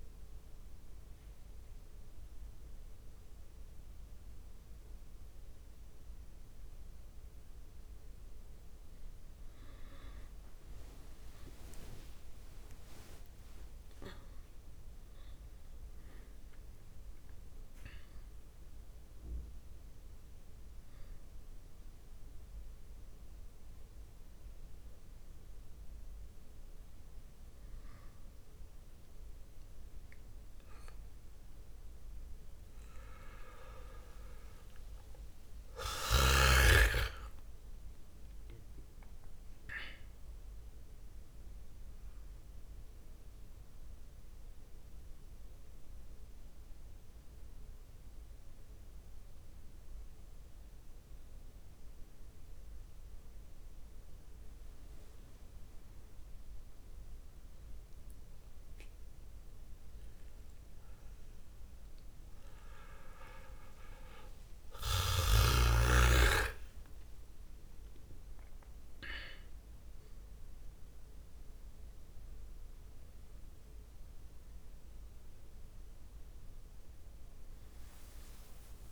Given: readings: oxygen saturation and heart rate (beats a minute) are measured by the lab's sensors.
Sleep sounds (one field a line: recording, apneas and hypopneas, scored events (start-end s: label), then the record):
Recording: a person awake in a sleep study, by a room microphone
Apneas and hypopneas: none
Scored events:
none scored
From the record:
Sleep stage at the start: awake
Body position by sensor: on the back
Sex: male